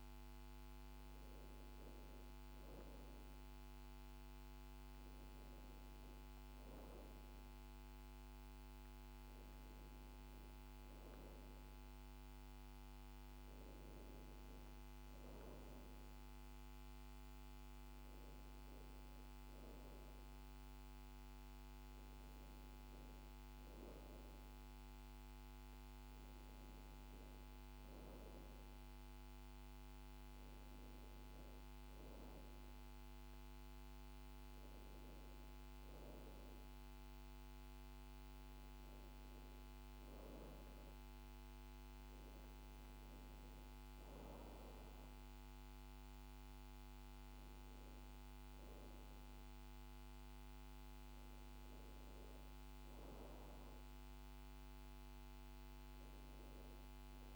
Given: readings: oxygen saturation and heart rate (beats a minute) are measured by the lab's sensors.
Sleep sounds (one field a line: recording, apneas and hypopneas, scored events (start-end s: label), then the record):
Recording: breathing in sleep, hard to hear, by a microphone on the trachea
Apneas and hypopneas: none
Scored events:
none scored
From the record:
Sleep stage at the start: N1 (lightest sleep)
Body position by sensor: on the back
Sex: female